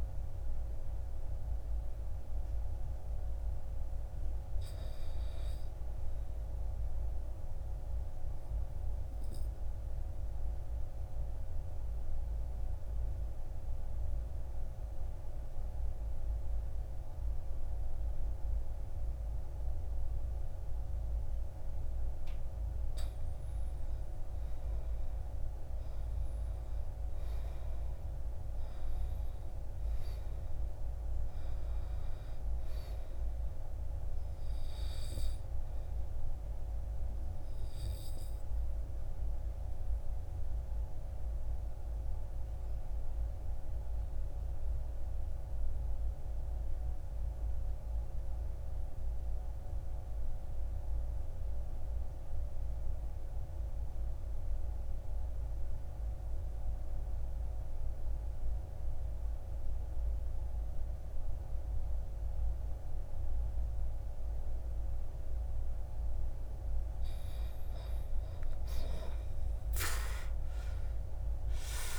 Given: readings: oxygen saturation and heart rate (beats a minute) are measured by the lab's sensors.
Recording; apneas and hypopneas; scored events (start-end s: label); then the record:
breathing in sleep, hard to hear, by a room microphone; 2
0.00-8.50 s: oxygen desaturation (device-marked, oxygen 84% lowest, heart rate 44 extreme)
9.00-21.50 s: obstructive apnea (oxygen 97% before, 89% lowest, heart rate 58 before, 44 extreme, up 20 after)
17.00-19.00 s: long interval between heartbeats (device-marked, heart rate 55 before, 52 extreme)
23.50-26.50 s: arousal
24.50-54.50 s: oxygen desaturation (device-marked, oxygen 99% before, 89% lowest, heart rate 52 before, 51 extreme)
37.50-67.00 s: obstructive apnea (oxygen 99% before, 83% lowest, heart rate 58 before, 51 extreme, up 12 after)
66.50-71.99 s: oxygen desaturation (device-marked, oxygen 99% before, 83% lowest, heart rate 56 before, 52 extreme)
68.50-71.99 s: arousal
From the record:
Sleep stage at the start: N2 (light sleep); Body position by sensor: on the back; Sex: male